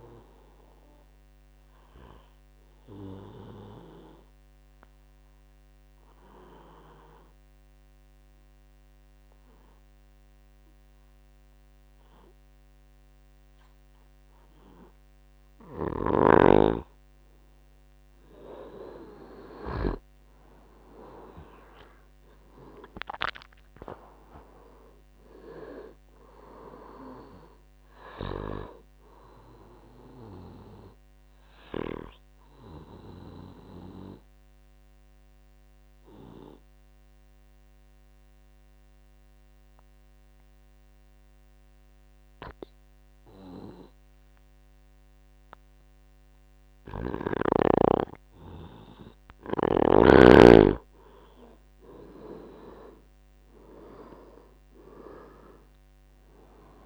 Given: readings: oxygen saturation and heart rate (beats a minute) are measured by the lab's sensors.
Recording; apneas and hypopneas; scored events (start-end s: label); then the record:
breathing in sleep by a microphone on the trachea; 2
0.00-11.00 s: oxygen desaturation (device-marked, oxygen 88% lowest, heart rate 55 extreme)
1.00-15.00 s: obstructive apnea (oxygen 98% before, 85% lowest, heart rate 70 before, 55 extreme, up 15 after)
18.00-21.50 s: arousal
21.00-46.00 s: oxygen desaturation (device-marked, oxygen 98% before, 87% lowest, heart rate 61 before, 55 extreme)
33.00-48.00 s: obstructive apnea (oxygen 98% before, 85% lowest, heart rate 70 before, 57 extreme, up 8 after)
50.50-54.50 s: arousal
52.00-56.86 s: oxygen desaturation (device-marked, oxygen 99% before, 85% lowest, heart rate 63 before, 53 extreme)
From the record:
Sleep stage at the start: N2 (light sleep); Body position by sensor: on the back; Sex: male